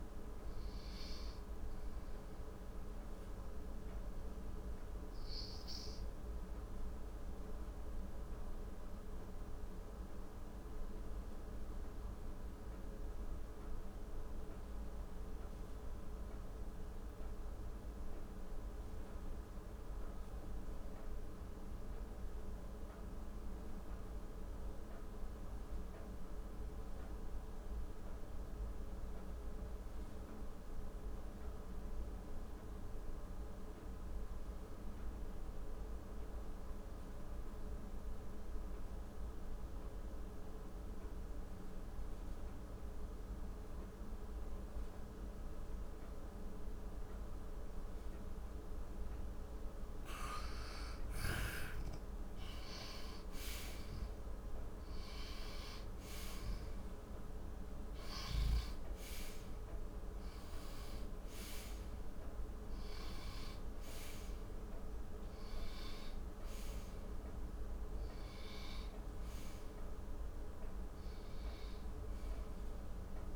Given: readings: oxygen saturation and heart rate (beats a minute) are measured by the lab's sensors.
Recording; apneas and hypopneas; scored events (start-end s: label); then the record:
breathing in sleep, hard to hear, by a room microphone; 1
0.00-11.50 s: oxygen desaturation (device-marked, oxygen 89% lowest, heart rate 52 extreme)
0.50-49.50 s: mixed apnea (oxygen 96% before, 86% lowest, heart rate 68 before, 46 extreme, up 20 after)
18.50-73.36 s: new sleep stage, N2 (light sleep)
43.50-73.36 s: oxygen desaturation (device-marked, oxygen 97% before, 86% lowest, heart rate 57 before, 47 extreme)
51.50-56.50 s: arousal
From the record:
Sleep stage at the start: N1 (lightest sleep); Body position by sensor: on the back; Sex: male